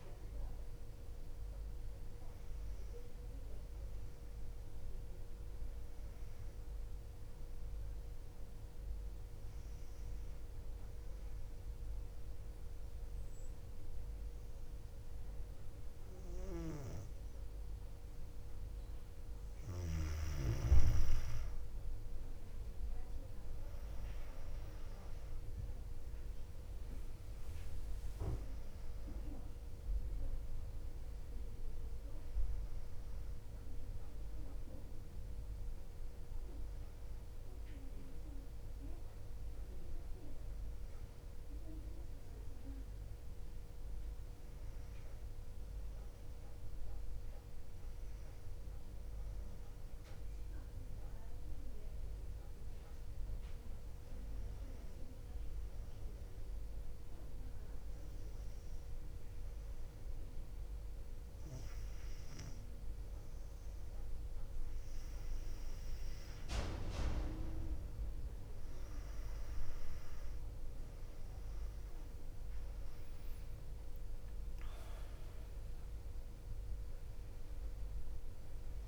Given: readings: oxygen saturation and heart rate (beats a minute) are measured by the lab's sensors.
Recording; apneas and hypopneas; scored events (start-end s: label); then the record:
breathing in sleep by a room microphone; 2
0.00-2.50 s: oxygen desaturation (device-marked, oxygen 95% lowest, heart rate 58 extreme)
9.50-20.00 s: obstructive apnea (oxygen 99% before, 93% lowest, heart rate 59 before, 57 extreme, up 4 after)
23.50-28.00 s: arousal
26.50-47.50 s: oxygen desaturation (device-marked, oxygen 98% before, 93% lowest, heart rate 58 before, 57 extreme)
51.00-63.00 s: hypopnea (oxygen 99% before, 95% lowest, heart rate 60 before, 59 extreme, up 2 after)
70.50-75.50 s: arousal
71.50-78.87 s: oxygen desaturation (device-marked, oxygen 98% before, 95% lowest, heart rate 59 before, 57 extreme)
From the record:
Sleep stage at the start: N2 (light sleep); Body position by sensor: on the back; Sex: female